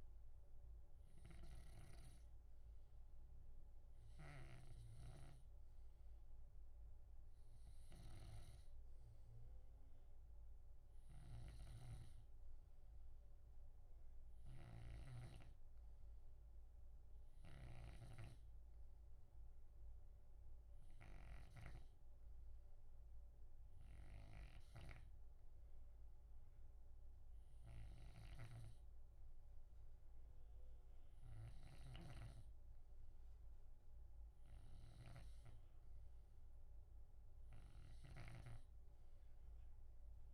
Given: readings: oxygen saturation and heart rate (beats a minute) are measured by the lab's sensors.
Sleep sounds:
breathing in sleep by a room microphone; none
1.00-40.33 s: snoring (device-marked)
From the record:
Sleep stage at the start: N2 (light sleep); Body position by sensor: on the left side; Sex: male

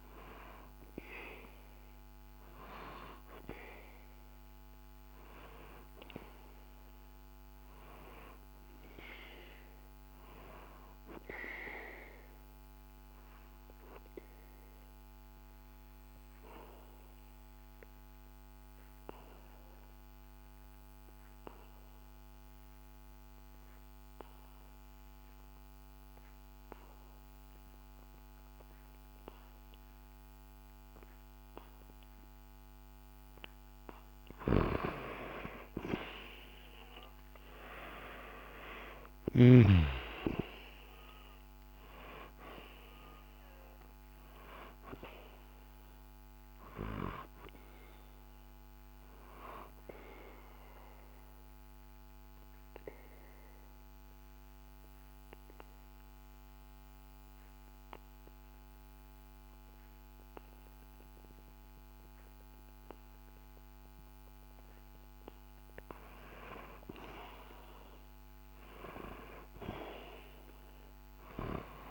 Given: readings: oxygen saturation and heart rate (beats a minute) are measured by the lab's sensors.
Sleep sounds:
breathing in sleep by a microphone on the trachea; 2
0.00-15.00 s: oxygen desaturation (device-marked, oxygen 91% lowest, heart rate 61 extreme)
13.50-33.00 s: obstructive apnea (oxygen 97% before, 90% lowest, heart rate 65 before, 61 extreme, up 0 after)
35.00-57.00 s: oxygen desaturation (device-marked, oxygen 97% before, 90% lowest, heart rate 66 before, 64 extreme)
35.50-40.00 s: arousal
46.50-64.00 s: obstructive apnea (oxygen 98% before, 90% lowest, heart rate 64 before, 64 extreme, up 2 after)
65.50-69.00 s: arousal
From the record:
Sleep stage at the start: N2 (light sleep); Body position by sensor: on the back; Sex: male

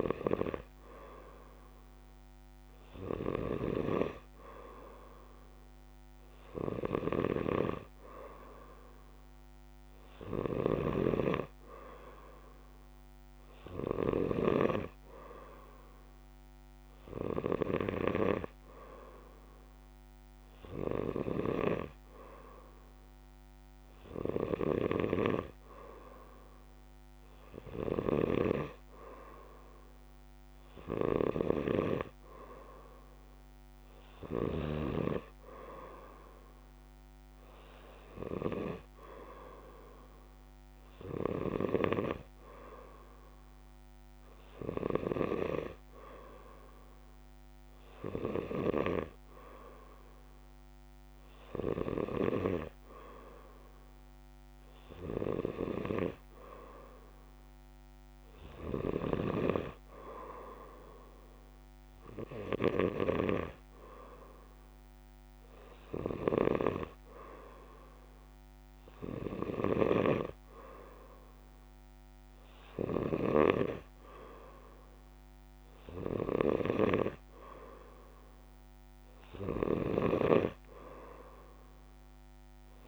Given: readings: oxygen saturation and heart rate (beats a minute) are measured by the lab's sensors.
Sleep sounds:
breathing in sleep by a microphone on the trachea; none
80.00-82.88 s: snoring (device-marked)
From the record:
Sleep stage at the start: N2 (light sleep); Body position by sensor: on the back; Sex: male

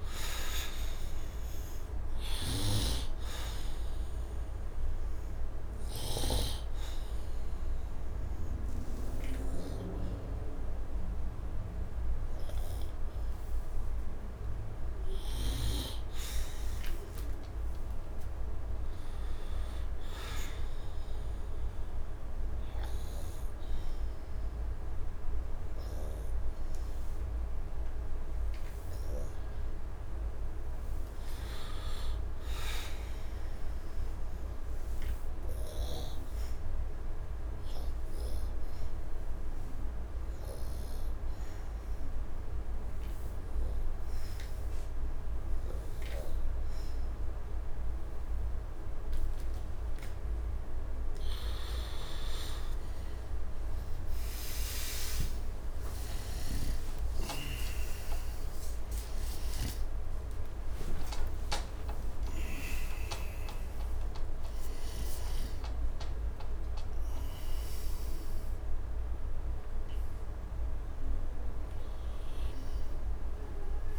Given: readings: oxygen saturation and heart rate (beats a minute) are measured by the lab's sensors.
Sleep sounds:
breathing in sleep by a room microphone; 2
0.00-19.00 s: oxygen desaturation (device-marked, oxygen 75% lowest, heart rate 67 extreme)
2.50-6.50 s: snoring (device-marked)
19.00-32.00 s: obstructive apnea (oxygen 94% before, 83% lowest, heart rate 75 before, 75 extreme, up 1 after)
33.50-37.50 s: arousal
38.00-47.00 s: oxygen desaturation (device-marked, oxygen 98% before, 93% lowest, heart rate 76 before, 75 extreme)
41.00-53.50 s: obstructive apnea (oxygen 100% before, 83% lowest, heart rate 76 before, 75 extreme)
54.00-73.99 s: oxygen desaturation (device-marked, oxygen 96% before, 83% lowest, heart rate 76 before, 70 extreme)
56.50-62.00 s: arousal
73.00-73.99 s: new sleep stage, N1 (lightest sleep)
From the record:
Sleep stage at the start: N2 (light sleep); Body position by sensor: on the right side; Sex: male

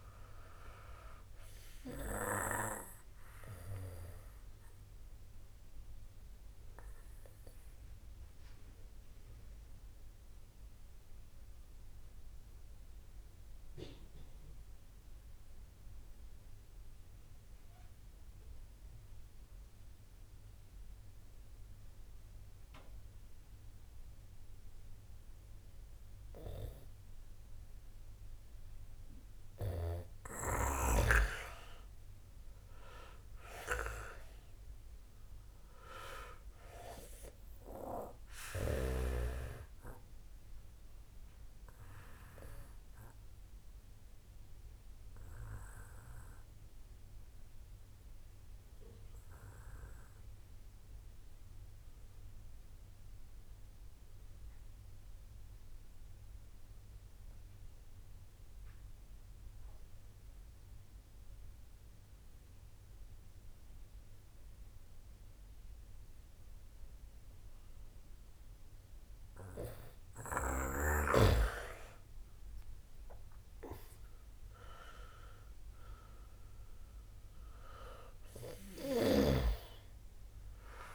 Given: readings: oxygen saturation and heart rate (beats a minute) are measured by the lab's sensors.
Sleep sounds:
breathing in sleep by a room microphone; 2
0.00-18.00 s: oxygen desaturation (device-marked, oxygen 86% lowest, heart rate 46 extreme)
5.00-28.50 s: obstructive apnea (oxygen 97% before, 85% lowest, heart rate 63 before, 46 extreme, up 27 after)
31.00-56.00 s: oxygen desaturation (device-marked, oxygen 97% before, 88% lowest, heart rate 61 before, 52 extreme)
32.00-35.00 s: arousal
40.50-69.00 s: obstructive apnea (oxygen 97% before, 85% lowest, heart rate 61 before, 52 extreme, up 4 after)
69.00-80.94 s: oxygen desaturation (device-marked, oxygen 96% before, 85% lowest, heart rate 66 before, 52 extreme)
72.50-76.50 s: arousal
From the record:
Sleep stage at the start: N2 (light sleep); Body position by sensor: on the back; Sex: male

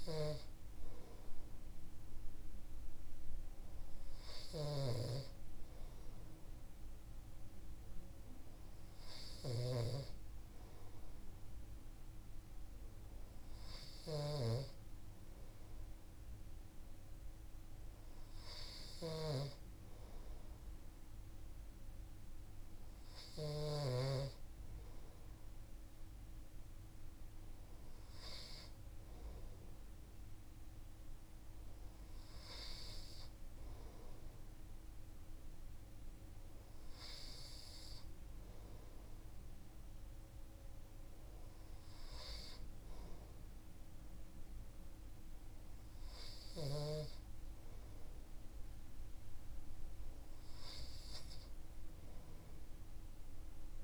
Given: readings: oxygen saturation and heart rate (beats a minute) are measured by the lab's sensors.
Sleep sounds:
breathing in sleep by a room microphone; none
0.00-23.50 s: snoring (device-marked)
From the record:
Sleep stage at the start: N2 (light sleep); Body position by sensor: on the right side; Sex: male

